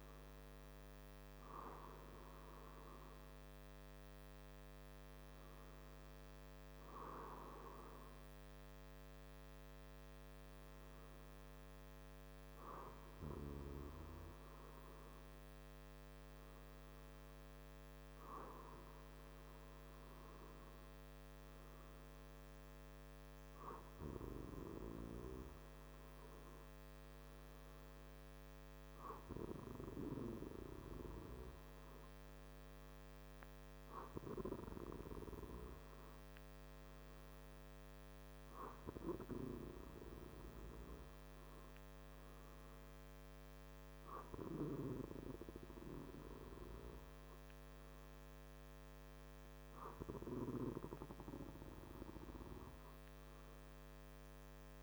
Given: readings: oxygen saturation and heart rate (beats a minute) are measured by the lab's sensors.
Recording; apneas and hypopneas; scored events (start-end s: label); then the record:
breathing in sleep by a microphone on the trachea; none
none scored
From the record:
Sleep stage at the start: N2 (light sleep); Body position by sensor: on the back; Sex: male